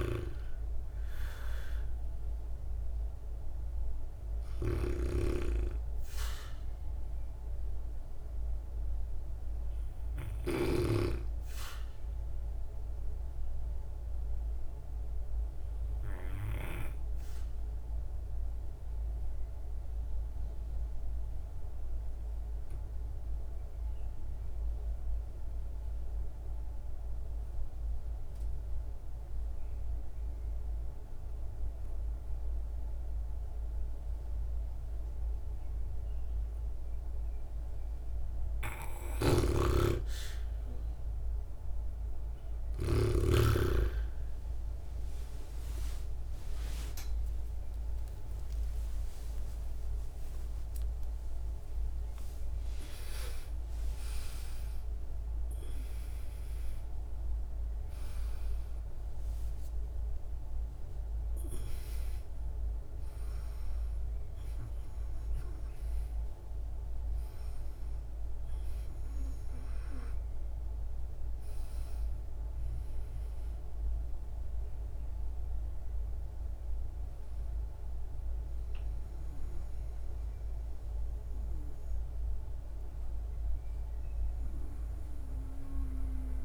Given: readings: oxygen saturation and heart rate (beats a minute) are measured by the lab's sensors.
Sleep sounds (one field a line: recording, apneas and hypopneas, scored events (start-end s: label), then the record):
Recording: breathing in sleep by a room microphone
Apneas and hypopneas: 1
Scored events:
0.00-10.00 s: snoring (device-marked)
0.00-17.50 s: oxygen desaturation (device-marked, oxygen 92% lowest, heart rate 52 extreme)
12.00-38.00 s: obstructive apnea (oxygen 99% before, 87% lowest, heart rate 58 before, 52 extreme, up 8 after)
32.50-86.45 s: new sleep stage, N1 (lightest sleep)
36.50-72.50 s: oxygen desaturation (device-marked, oxygen 98% before, 87% lowest, heart rate 58 before, 55 extreme)
38.00-42.50 s: snoring (device-marked)
45.50-52.00 s: arousal
From the record:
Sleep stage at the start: REM sleep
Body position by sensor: on the back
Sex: female